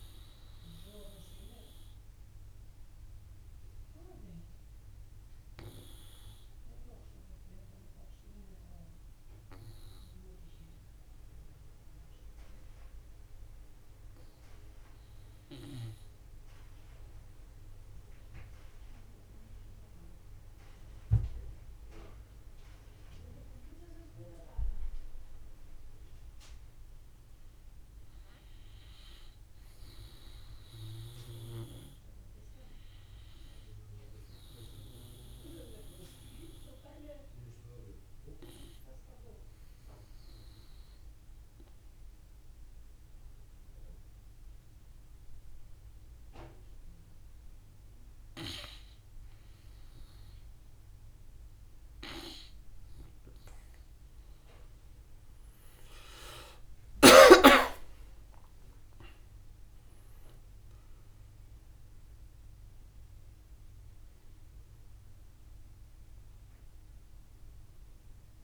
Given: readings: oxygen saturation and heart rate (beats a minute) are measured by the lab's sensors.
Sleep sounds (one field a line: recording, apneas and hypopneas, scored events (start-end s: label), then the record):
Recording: breathing in sleep by a room microphone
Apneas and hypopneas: 2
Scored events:
0.50-15.00 s: obstructive apnea (oxygen 97% before, 87% lowest, heart rate 57 before, 54 extreme, up 9 after)
17.00-36.00 s: oxygen desaturation (device-marked, oxygen 94% before, 87% lowest, heart rate 61 before, 54 extreme)
18.50-22.50 s: arousal
29.00-41.00 s: drop in pulse transit time (device-marked, heart rate 63 before, 54 extreme)
32.50-48.50 s: obstructive apnea (oxygen 95% before, 88% lowest, heart rate 62 before, 50 extreme, up 5 after)
54.00-57.50 s: arousal
54.00-68.44 s: oxygen desaturation (device-marked, oxygen 96% before, 88% lowest, heart rate 57 before, 50 extreme)
56.00-68.44 s: drop in pulse transit time (device-marked, heart rate 58 before, 53 extreme)
From the record:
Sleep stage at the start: N2 (light sleep)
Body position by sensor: on the back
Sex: male